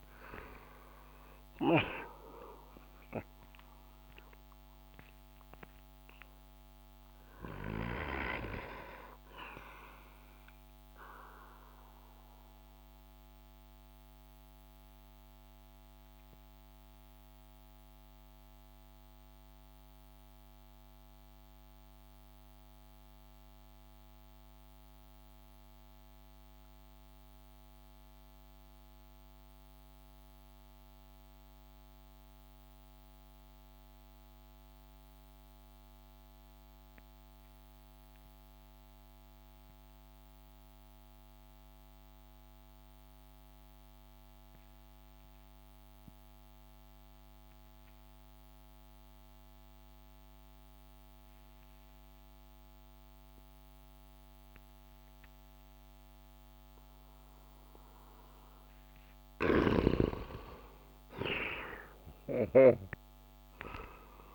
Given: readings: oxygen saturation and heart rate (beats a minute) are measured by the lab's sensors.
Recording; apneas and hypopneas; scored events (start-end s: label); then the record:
breathing in sleep by a microphone on the trachea; 1
0.00-1.00 s: arousal
0.00-26.50 s: oxygen desaturation (device-marked, oxygen 87% lowest)
12.00-59.50 s: mixed apnea (oxygen 94% before, 87% lowest)
46.50-64.35 s: oxygen desaturation (device-marked, oxygen 98% before, 88% lowest)
59.00-62.50 s: snoring (device-marked)
60.50-64.35 s: arousal
From the record:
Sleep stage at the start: N2 (light sleep); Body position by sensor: on the back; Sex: male